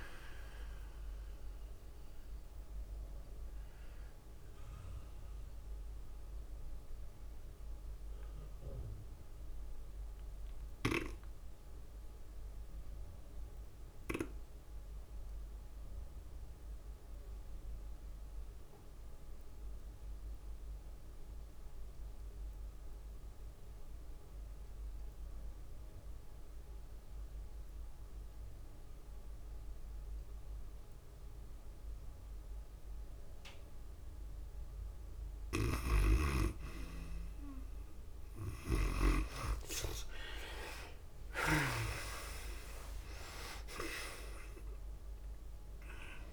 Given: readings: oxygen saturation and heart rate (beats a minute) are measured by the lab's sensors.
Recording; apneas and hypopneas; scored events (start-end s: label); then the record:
breathing in sleep by a room microphone; 1
0.00-10.00 s: drop in pulse transit time (device-marked, heart rate 109 extreme)
0.00-12.00 s: oxygen desaturation (device-marked, oxygen 56% lowest, heart rate 94 extreme)
0.00-32.00 s: tachycardia (device-marked, heart rate 126 extreme)
4.50-35.50 s: mixed apnea (oxygen 78% before, 56% lowest, heart rate 105 before, 98 extreme, up 5 after)
17.00-46.33 s: oxygen desaturation (device-marked, oxygen 98% before, 60% lowest, heart rate 115 before, 98 extreme)
39.00-43.50 s: arousal
39.00-46.33 s: tachycardia (device-marked, heart rate 104 before, 116 extreme)
44.00-46.33 s: drop in pulse transit time (device-marked, heart rate 102 before, 107 extreme)
From the record:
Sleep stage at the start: REM sleep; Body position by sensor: on the back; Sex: female